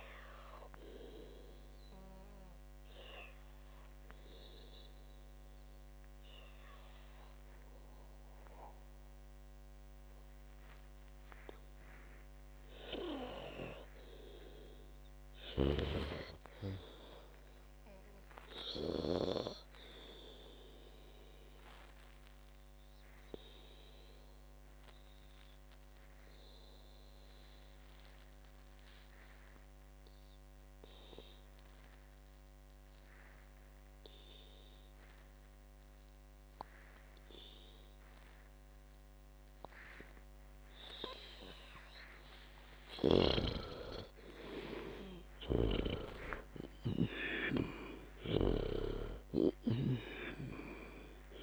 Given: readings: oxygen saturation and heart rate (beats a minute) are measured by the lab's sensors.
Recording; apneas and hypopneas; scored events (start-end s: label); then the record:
breathing in sleep by a microphone on the trachea; 1
0.00-12.00 s: oxygen desaturation (device-marked, oxygen 89% lowest, heart rate 56 extreme)
16.00-20.00 s: snoring (device-marked)
17.50-21.00 s: arousal
23.50-42.00 s: obstructive apnea (oxygen 99% before, 91% lowest, heart rate 72 before, 54 extreme, up 49 after)
43.50-47.50 s: arousal
44.00-51.43 s: oxygen desaturation (device-marked, oxygen 99% before, 91% lowest, heart rate 62 before, 53 extreme)
48.50-51.43 s: snoring (device-marked)
From the record:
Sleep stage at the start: N2 (light sleep); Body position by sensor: on the back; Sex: female